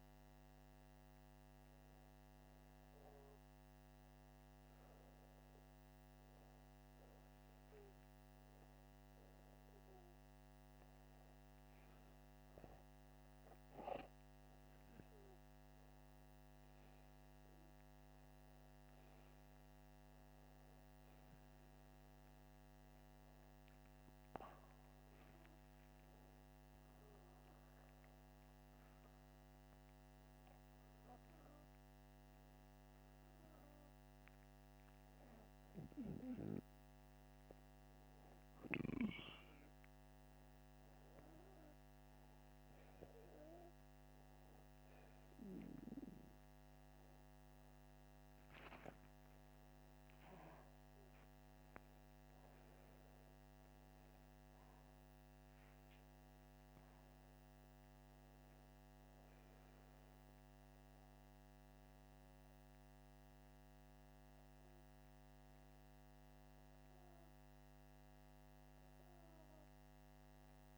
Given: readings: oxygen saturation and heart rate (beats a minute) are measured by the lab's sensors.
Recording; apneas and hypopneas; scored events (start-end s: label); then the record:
breathing in sleep by a microphone on the trachea; 1
5.00-15.50 s: hypopnea (oxygen 96% before, 94% lowest, heart rate 83 before, 83 extreme, up 2 after)
17.00-20.00 s: arousal
49.00-53.00 s: arousal
From the record:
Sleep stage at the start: N2 (light sleep); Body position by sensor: upright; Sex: male